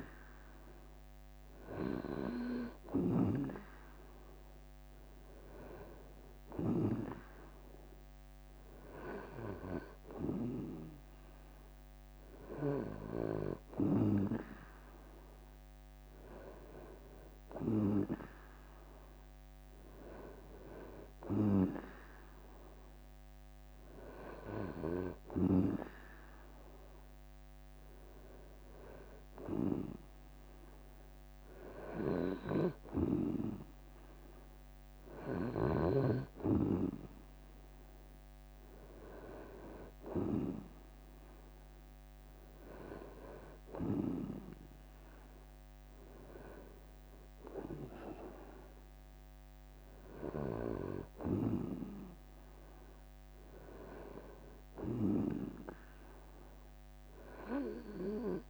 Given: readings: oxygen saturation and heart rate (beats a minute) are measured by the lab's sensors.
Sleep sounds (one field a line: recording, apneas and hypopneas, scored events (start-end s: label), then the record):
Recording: breathing in sleep by a microphone on the trachea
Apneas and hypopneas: none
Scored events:
52.00-58.50 s: drop in pulse transit time (device-marked, heart rate 74 before, 70 extreme)
From the record:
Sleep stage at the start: N2 (light sleep)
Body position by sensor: on the right side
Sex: male